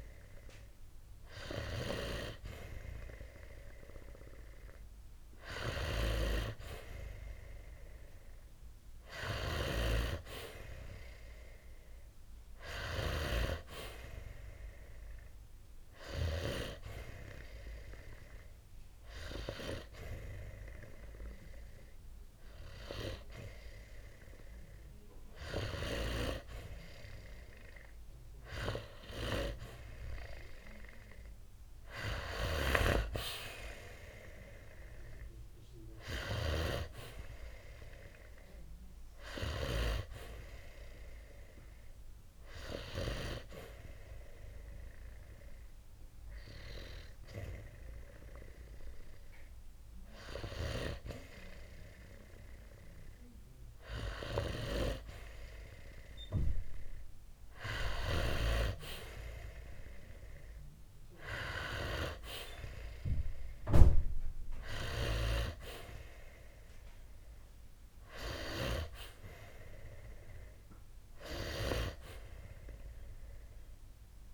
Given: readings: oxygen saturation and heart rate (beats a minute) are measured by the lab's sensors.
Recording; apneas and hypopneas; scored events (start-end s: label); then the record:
breathing in sleep by a room microphone; 2
5.50-9.00 s: arousal
15.00-26.00 s: hypopnea (oxygen 93% before, 89% lowest, heart rate 62 before, 60 extreme, up 4 after)
31.00-35.00 s: arousal
42.50-54.00 s: hypopnea (oxygen 92% before, 89% lowest, heart rate 65 before, 60 extreme, up 0 after)
56.50-60.00 s: arousal
59.50-70.50 s: oxygen desaturation (device-marked, oxygen 94% before, 89% lowest, heart rate 60 before, 60 extreme)
From the record:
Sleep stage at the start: N2 (light sleep); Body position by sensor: on the back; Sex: male